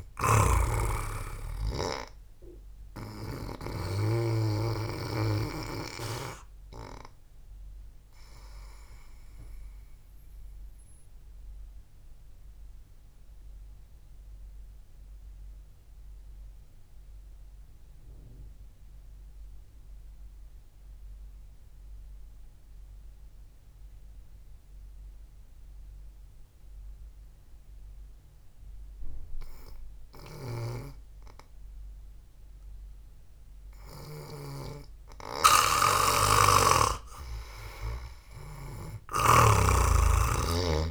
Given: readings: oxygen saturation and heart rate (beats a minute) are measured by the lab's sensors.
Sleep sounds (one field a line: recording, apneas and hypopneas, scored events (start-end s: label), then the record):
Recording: breathing in sleep by a room microphone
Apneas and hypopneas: 1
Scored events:
0.00-1.50 s: snoring (device-marked)
6.50-14.50 s: oxygen desaturation (device-marked, oxygen 97% before, 91% lowest, heart rate 61 before, 58 extreme)
11.00-30.00 s: obstructive apnea (oxygen 97% before, 89% lowest, heart rate 60 before, 54 extreme)
23.50-29.50 s: oxygen desaturation (device-marked, oxygen 93% before, 89% lowest, heart rate 62 before, 54 extreme)
32.00-36.50 s: arousal
35.00-40.91 s: snoring (device-marked)
From the record:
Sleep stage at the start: N2 (light sleep)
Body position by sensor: on the back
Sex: male